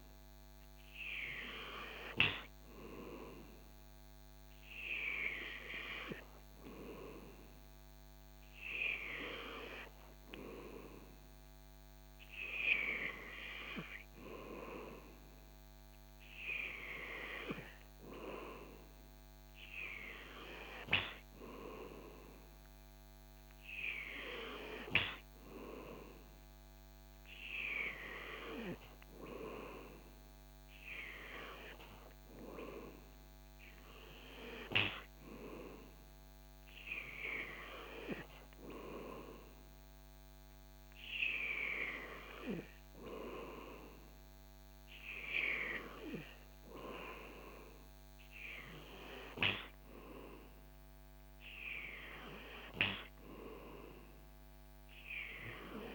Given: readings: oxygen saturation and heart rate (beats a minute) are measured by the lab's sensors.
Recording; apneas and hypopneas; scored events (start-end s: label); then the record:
breathing in sleep by a microphone on the trachea; none
none scored
From the record:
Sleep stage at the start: N2 (light sleep); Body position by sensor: on the back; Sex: male